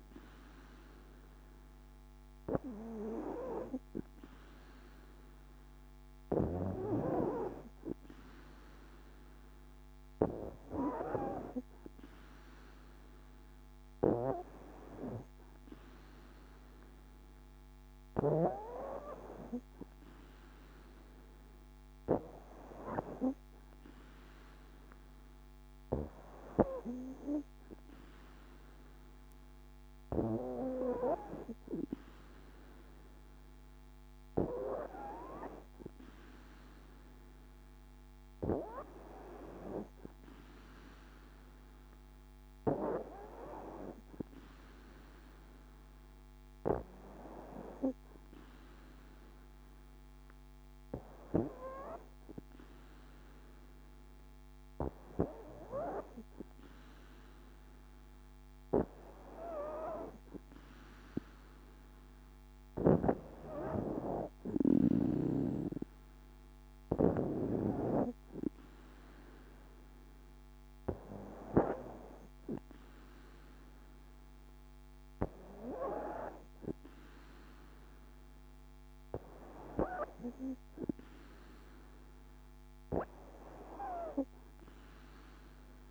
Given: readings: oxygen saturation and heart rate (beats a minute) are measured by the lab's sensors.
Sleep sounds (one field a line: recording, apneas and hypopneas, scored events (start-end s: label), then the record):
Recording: breathing in sleep by a microphone on the trachea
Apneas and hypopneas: none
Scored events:
none scored
From the record:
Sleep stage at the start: N2 (light sleep)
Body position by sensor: on the back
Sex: female